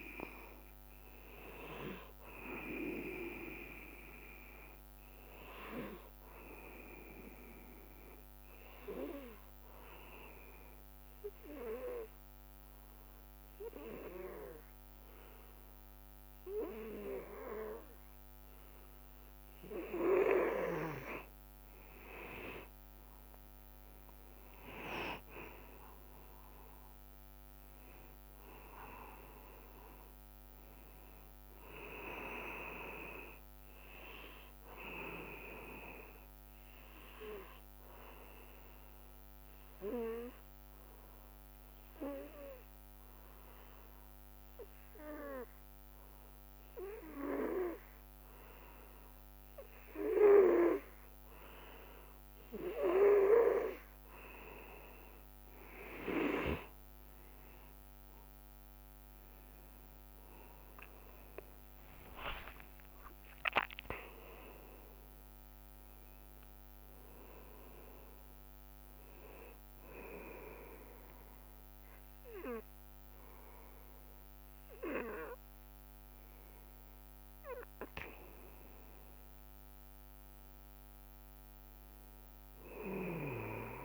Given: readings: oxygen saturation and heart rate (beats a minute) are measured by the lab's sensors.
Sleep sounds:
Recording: breathing in sleep by a microphone on the trachea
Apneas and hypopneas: 3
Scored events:
8.50-22.00 s: obstructive apnea (oxygen 98% before, 93% lowest, heart rate 64 before, 59 extreme, up 50 after)
24.50-28.50 s: arousal
25.00-34.00 s: tachycardia (device-marked, heart rate 63 before, 147 extreme)
26.00-52.00 s: oxygen desaturation (device-marked, oxygen 99% before, 93% lowest, heart rate 60 before, 57 extreme)
26.50-28.50 s: long interval between heartbeats (device-marked, heart rate 60 before, 82 extreme)
32.50-34.50 s: long interval between heartbeats (device-marked, heart rate 74 before, 135 extreme)
36.00-54.50 s: obstructive apnea (oxygen 99% before, 93% lowest, heart rate 88 before, 57 extreme, up 42 after)
56.50-58.50 s: long interval between heartbeats (device-marked, heart rate 64 before, 65 extreme)
59.50-63.00 s: arousal
60.00-62.00 s: long interval between heartbeats (device-marked, heart rate 62 before, 87 extreme)
62.50-64.50 s: long interval between heartbeats (device-marked, heart rate 65 before, 97 extreme)
63.00-83.85 s: oxygen desaturation (device-marked, oxygen 99% before, 93% lowest, heart rate 67 before, 54 extreme)
66.50-77.50 s: hypopnea (oxygen 99% before, 93% lowest, heart rate 72 before, 54 extreme, up 6 after)
78.00-81.00 s: arousal
From the record:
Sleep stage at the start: N2 (light sleep)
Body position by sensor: on the back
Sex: male

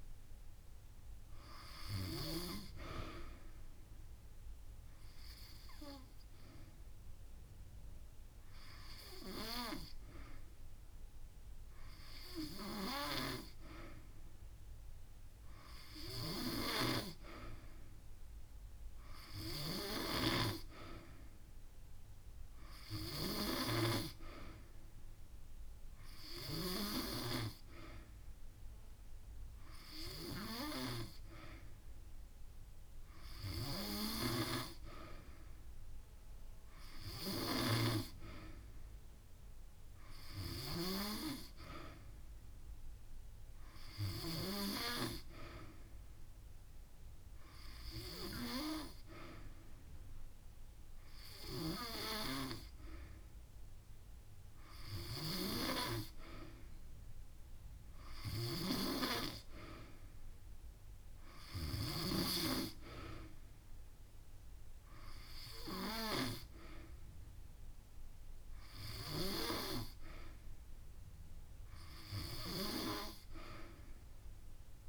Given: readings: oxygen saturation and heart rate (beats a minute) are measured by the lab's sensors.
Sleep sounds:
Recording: breathing in sleep by a room microphone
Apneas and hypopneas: none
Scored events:
0.00-1.00 s: long interval between heartbeats (device-marked)
9.50-28.50 s: drop in pulse transit time (device-marked)
19.00-21.00 s: long interval between heartbeats (device-marked)
From the record:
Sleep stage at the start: N2 (light sleep)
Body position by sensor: on the back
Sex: female

